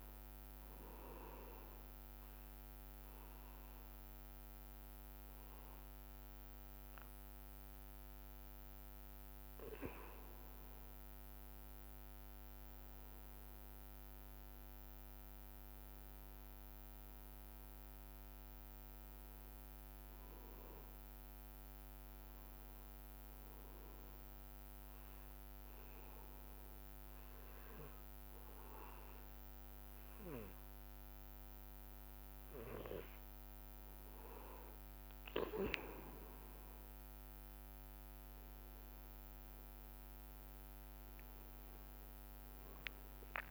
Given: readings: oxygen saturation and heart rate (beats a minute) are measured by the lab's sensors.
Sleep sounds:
breathing in sleep by a microphone on the trachea; 2
1.00-11.00 s: central apnea (oxygen 97% before, 92% lowest, heart rate 65 before, 60 extreme, up 4 after)
14.00-19.00 s: arousal
24.50-35.50 s: obstructive apnea (oxygen 99% before, 92% lowest, heart rate 62 before, 61 extreme, up 9 after)
38.50-43.50 s: arousal
From the record:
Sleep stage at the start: N2 (light sleep); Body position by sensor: on the back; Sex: male

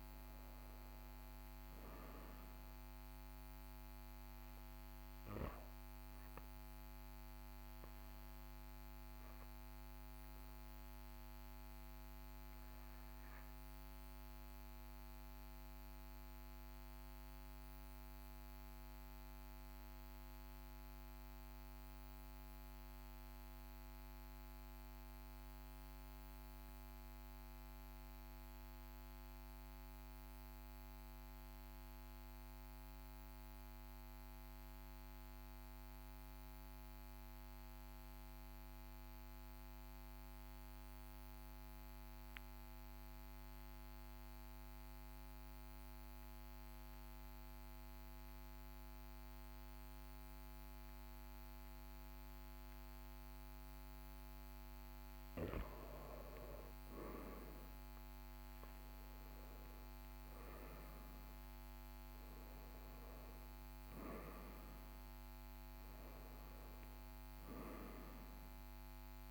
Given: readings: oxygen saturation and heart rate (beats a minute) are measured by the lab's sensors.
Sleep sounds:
breathing in sleep, hard to hear, by a microphone on the trachea; 1
3.50-22.50 s: oxygen desaturation (device-marked, oxygen 96% before, 93% lowest, heart rate 42 before, 38 extreme)
11.00-55.50 s: mixed apnea (oxygen 97% before, 90% lowest, heart rate 41 before, 38 extreme, up 5 after)
44.50-49.50 s: oxygen desaturation (device-marked, oxygen 98% before, 96% lowest, heart rate 38 before, 39 extreme)
57.50-62.00 s: arousal
From the record:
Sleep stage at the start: N2 (light sleep); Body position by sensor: on the back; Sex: male

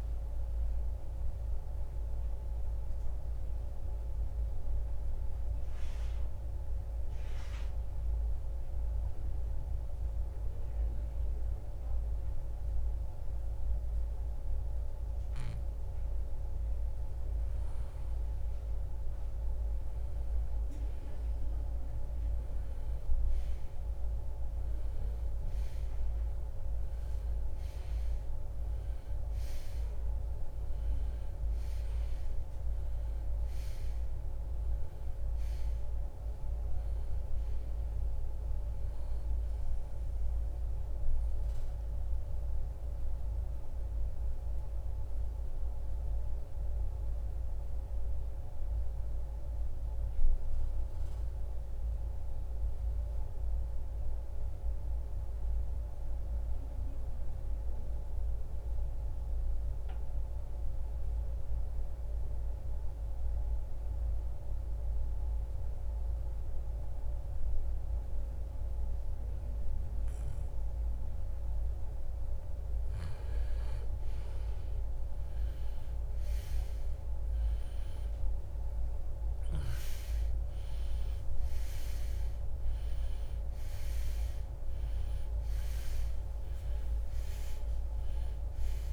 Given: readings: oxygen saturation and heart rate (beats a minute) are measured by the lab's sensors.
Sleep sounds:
breathing in sleep, hard to hear, by a room microphone; 2
2.50-17.00 s: mixed apnea (oxygen 97% before, 85% lowest, heart rate 71 before, 53 extreme, up 6 after)
15.00-75.00 s: new sleep stage, N2 (light sleep)
16.00-69.00 s: oxygen desaturation (device-marked, oxygen 97% before, 85% lowest, heart rate 68 before, 53 extreme)
21.00-27.50 s: arousal
41.50-71.50 s: obstructive apnea (oxygen 96% before, 82% lowest, heart rate 66 before, 54 extreme, up 10 after)
74.50-79.50 s: arousal
75.00-88.93 s: new sleep stage, REM sleep
From the record:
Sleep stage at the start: N1 (lightest sleep); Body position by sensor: on the right side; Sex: male

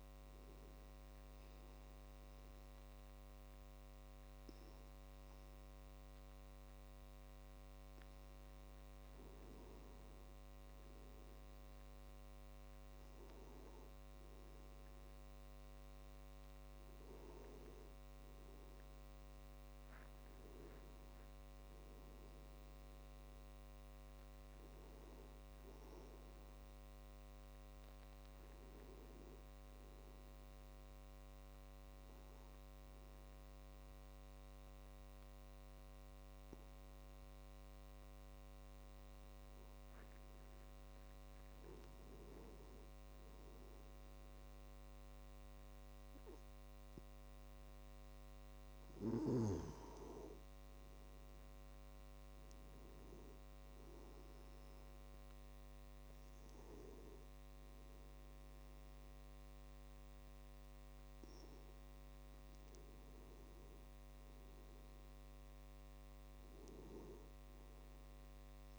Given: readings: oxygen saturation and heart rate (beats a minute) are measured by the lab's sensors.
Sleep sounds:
breathing in sleep, hard to hear, by a microphone on the trachea; 2
1.00-11.00 s: obstructive apnea (oxygen 96% before, 92% lowest)
5.00-16.00 s: oxygen desaturation (device-marked, oxygen 95% before, 92% lowest)
17.50-21.50 s: arousal
30.50-40.50 s: obstructive apnea (oxygen 96% before, 94% lowest, heart rate 66 before, 55 extreme, up 55 after)
41.50-45.00 s: arousal
From the record:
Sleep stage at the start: N2 (light sleep); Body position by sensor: on the back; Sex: male

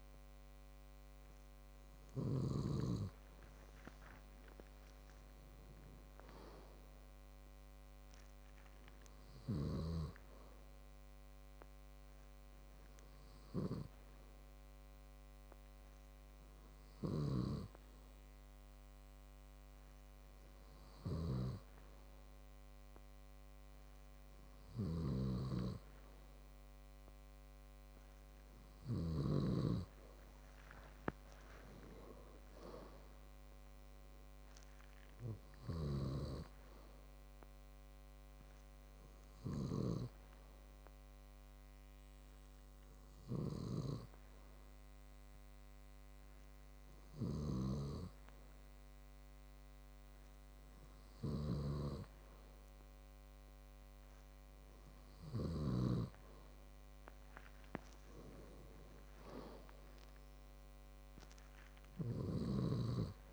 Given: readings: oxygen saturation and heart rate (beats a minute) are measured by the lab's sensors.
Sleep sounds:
breathing in sleep by a microphone on the trachea; none
25.50-30.00 s: snoring (device-marked)
36.50-41.00 s: snoring (device-marked)
52.00-56.50 s: snoring (device-marked)
From the record:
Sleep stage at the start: N2 (light sleep); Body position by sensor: on the back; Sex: male

